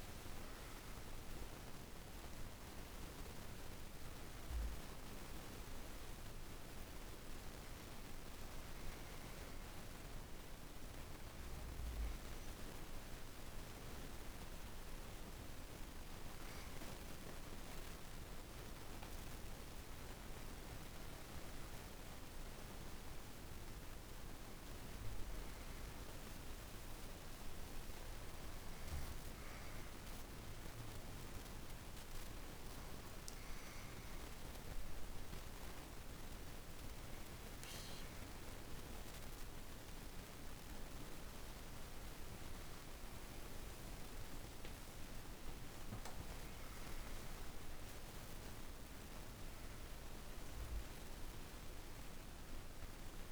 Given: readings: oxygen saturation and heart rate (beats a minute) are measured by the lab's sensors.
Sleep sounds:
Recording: breathing in sleep, hard to hear, by a room microphone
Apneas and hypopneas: 1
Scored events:
2.00-19.00 s: oxygen desaturation (device-marked, oxygen 95% before, 91% lowest, heart rate 54 before, 52 extreme)
13.50-35.50 s: hypopnea (oxygen 95% before, 91% lowest, heart rate 52 before, 46 extreme, up 2 after)
35.00-48.00 s: oxygen desaturation (device-marked, oxygen 97% before, 93% lowest, heart rate 53 before, 46 extreme)
41.50-46.50 s: arousal
From the record:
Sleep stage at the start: N2 (light sleep)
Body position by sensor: on the back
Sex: female

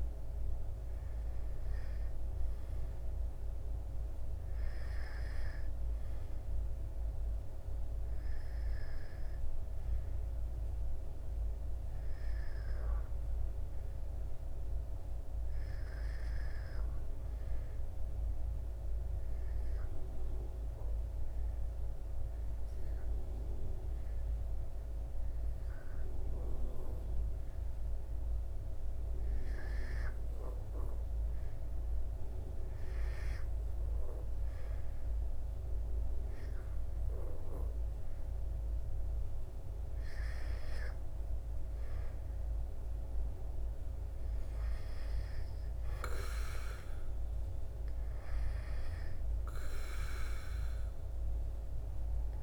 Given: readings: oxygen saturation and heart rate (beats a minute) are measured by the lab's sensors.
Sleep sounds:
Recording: breathing in sleep by a room microphone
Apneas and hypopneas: 1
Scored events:
16.00-52.43 s: new sleep stage, REM sleep
18.50-29.50 s: hypopnea (oxygen 95% before, 90% lowest, heart rate 73 before, 75 extreme, up 6 after)
32.50-36.00 s: arousal
36.00-47.00 s: oxygen desaturation (device-marked, oxygen 95% before, 90% lowest, heart rate 75 before, 73 extreme)
From the record:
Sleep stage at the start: N2 (light sleep)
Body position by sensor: on the back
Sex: male

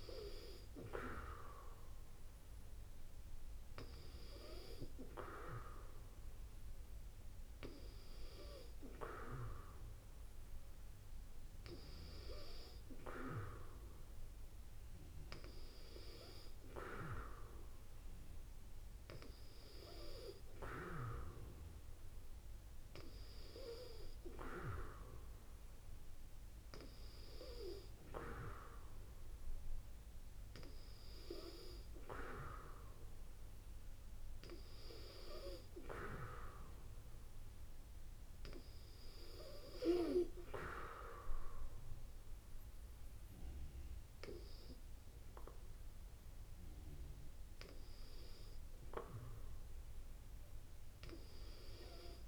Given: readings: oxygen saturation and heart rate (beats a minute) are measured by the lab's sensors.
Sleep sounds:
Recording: breathing in sleep by a room microphone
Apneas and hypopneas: none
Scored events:
none scored
From the record:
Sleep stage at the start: N2 (light sleep)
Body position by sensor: on the back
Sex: female

